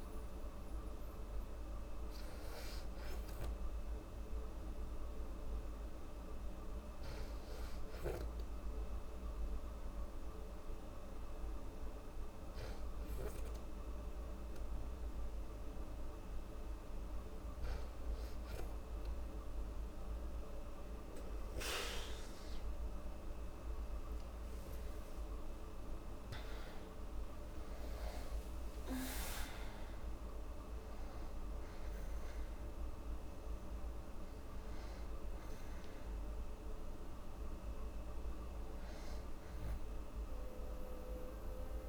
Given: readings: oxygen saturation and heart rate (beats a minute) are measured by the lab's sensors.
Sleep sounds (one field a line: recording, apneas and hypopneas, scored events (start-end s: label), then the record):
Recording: breathing in sleep, hard to hear, by a room microphone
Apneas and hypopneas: 1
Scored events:
4.00-18.00 s: hypopnea (oxygen 95% before, 94% lowest, heart rate 75 before, 68 extreme, up 6 after)
24.50-30.00 s: arousal
From the record:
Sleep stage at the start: N2 (light sleep)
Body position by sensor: on the back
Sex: female